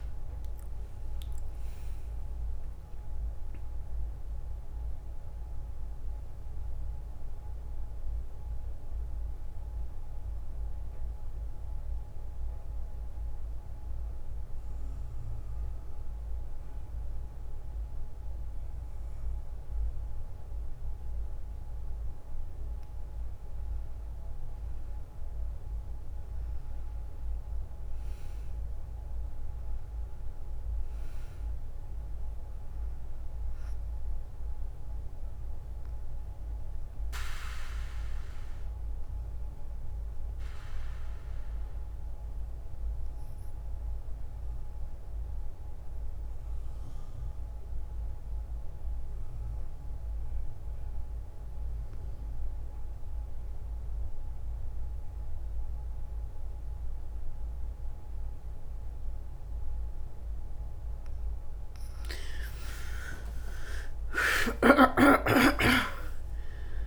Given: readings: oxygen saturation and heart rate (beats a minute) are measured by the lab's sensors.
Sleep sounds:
breathing in sleep by a room microphone; 2
0.00-1.50 s: arousal
0.00-17.00 s: oxygen desaturation (device-marked, oxygen 91% lowest, heart rate 56 extreme)
12.00-23.50 s: central apnea (oxygen 100% before, 84% lowest, heart rate 63 before, 55 extreme, up 6 after)
26.00-30.50 s: arousal
34.00-45.00 s: oxygen desaturation (device-marked, oxygen 99% before, 93% lowest, heart rate 60 before, 55 extreme)
42.50-60.50 s: obstructive apnea (oxygen 99% before, 84% lowest, heart rate 60 before, 57 extreme, up 19 after)
59.00-66.87 s: oxygen desaturation (device-marked, oxygen 96% before, 84% lowest, heart rate 58 before, 58 extreme)
62.00-66.00 s: arousal
65.50-66.87 s: long interval between heartbeats (device-marked, heart rate 59 before, 73 extreme)
From the record:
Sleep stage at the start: N2 (light sleep); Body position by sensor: on the back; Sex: female

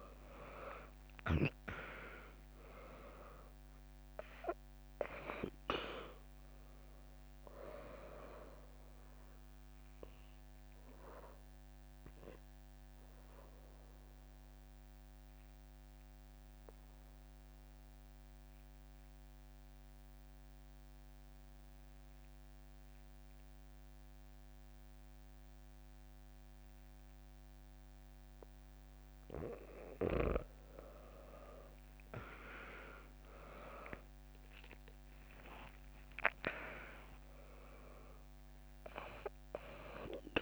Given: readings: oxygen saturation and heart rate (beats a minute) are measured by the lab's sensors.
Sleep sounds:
breathing in sleep by a microphone on the trachea; 1
0.00-2.50 s: arousal
0.50-12.50 s: drop in pulse transit time (device-marked, heart rate 68 before, 61 extreme)
12.00-30.00 s: obstructive apnea (oxygen 99% before, 94% lowest, heart rate 64 before, 62 extreme, up 5 after)
32.50-40.42 s: drop in pulse transit time (device-marked, heart rate 65 before, 63 extreme)
33.00-36.50 s: arousal
From the record:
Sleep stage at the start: N2 (light sleep); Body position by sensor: on the back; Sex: female

